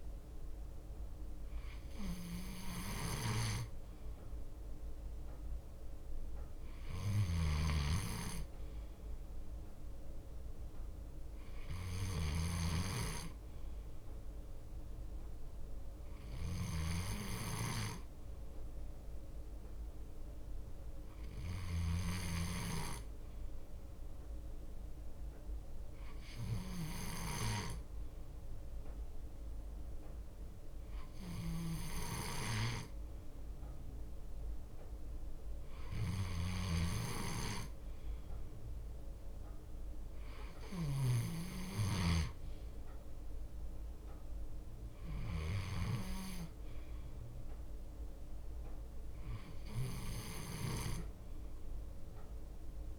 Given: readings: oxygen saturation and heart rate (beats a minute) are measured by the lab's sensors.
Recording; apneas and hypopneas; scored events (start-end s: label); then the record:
breathing in sleep by a room microphone; none
0.00-5.00 s: leg movement (device-marked)
6.50-13.00 s: leg movement (device-marked)
7.00-12.50 s: snoring (device-marked)
16.50-20.00 s: leg movement (device-marked)
17.00-20.00 s: bradycardia (device-marked, heart rate 60 before, 60 extreme)
22.00-28.00 s: leg movement (device-marked)
29.00-34.00 s: leg movement (device-marked)
51.00-52.99 s: leg movement (device-marked)
From the record:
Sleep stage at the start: N2 (light sleep); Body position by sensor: on the left side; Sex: male